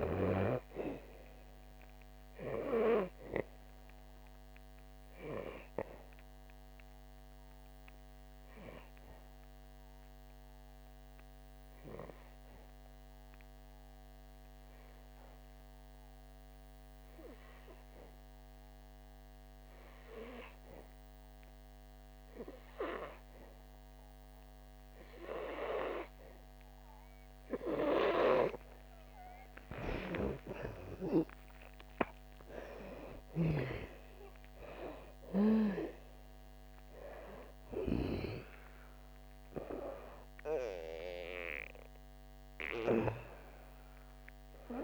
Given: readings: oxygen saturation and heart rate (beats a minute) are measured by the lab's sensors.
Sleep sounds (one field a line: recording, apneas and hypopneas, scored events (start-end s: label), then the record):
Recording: breathing in sleep by a microphone on the trachea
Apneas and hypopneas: 1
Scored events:
2.00-25.00 s: oxygen desaturation (device-marked, oxygen 96% before, 87% lowest, heart rate 64 before, 55 extreme)
2.00-28.50 s: obstructive apnea (oxygen 98% before, 87% lowest, heart rate 64 before, 55 extreme, up 14 after)
30.00-33.00 s: arousal
37.00-44.84 s: oxygen desaturation (device-marked, oxygen 98% before, 88% lowest, heart rate 65 before, 56 extreme)
From the record:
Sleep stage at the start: N2 (light sleep)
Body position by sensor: on the back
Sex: female